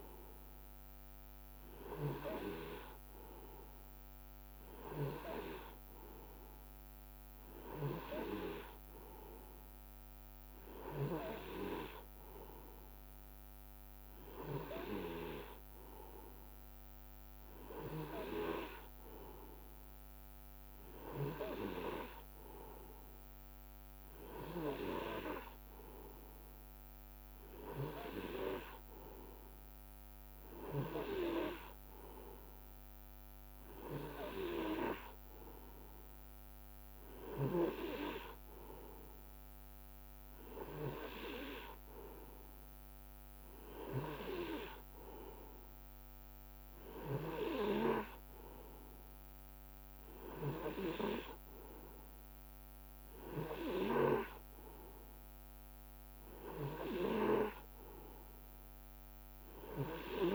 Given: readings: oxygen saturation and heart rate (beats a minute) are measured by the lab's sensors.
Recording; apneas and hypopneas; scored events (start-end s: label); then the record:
breathing in sleep by a microphone on the trachea; none
none scored
From the record:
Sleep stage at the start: N2 (light sleep); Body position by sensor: on the right side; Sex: male